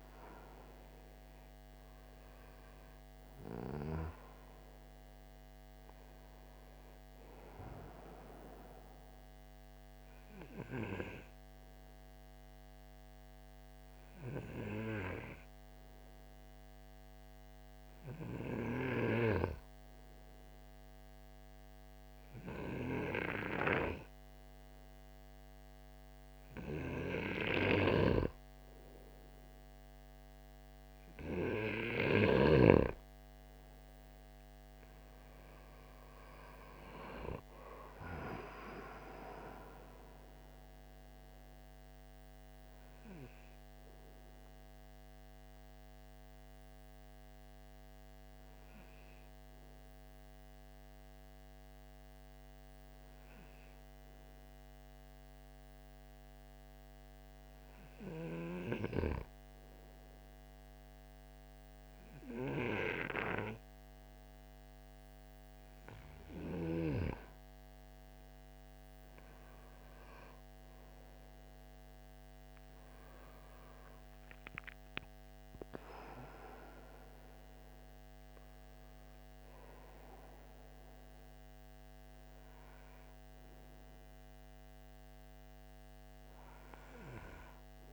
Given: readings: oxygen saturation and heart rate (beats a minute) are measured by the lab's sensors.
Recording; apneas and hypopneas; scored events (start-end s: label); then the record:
breathing in sleep by a microphone on the trachea; 2
0.00-7.50 s: oxygen desaturation (device-marked, oxygen 90% lowest, heart rate 52 extreme)
10.50-30.00 s: obstructive apnea (oxygen 94% before, 89% lowest, heart rate 62 before, 50 extreme, up 12 after)
33.00-36.50 s: arousal
40.50-65.50 s: oxygen desaturation (device-marked, oxygen 95% before, 91% lowest, heart rate 59 before, 50 extreme)
44.50-66.00 s: hypopnea (oxygen 95% before, 91% lowest, heart rate 61 before, 50 extreme, up 15 after)
68.50-74.00 s: arousal
79.50-87.93 s: oxygen desaturation (device-marked, oxygen 96% before, 92% lowest, heart rate 60 before, 52 extreme)
From the record:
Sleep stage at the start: N2 (light sleep); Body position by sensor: on the right side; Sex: male